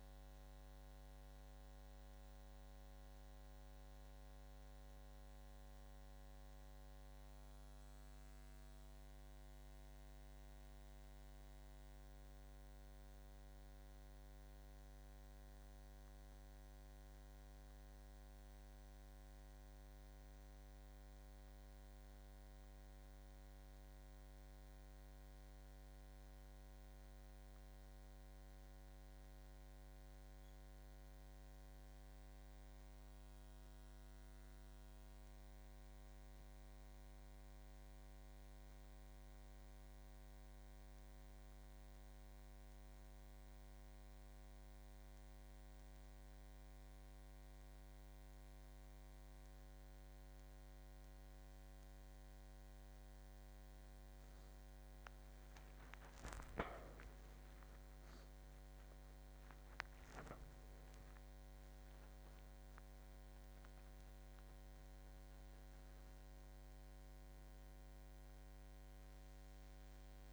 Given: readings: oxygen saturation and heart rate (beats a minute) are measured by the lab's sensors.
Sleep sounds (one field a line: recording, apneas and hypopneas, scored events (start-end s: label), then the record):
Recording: a person awake in a sleep study, hard to hear, by a microphone on the trachea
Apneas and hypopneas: none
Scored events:
none scored
From the record:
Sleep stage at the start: awake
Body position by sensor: on the back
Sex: male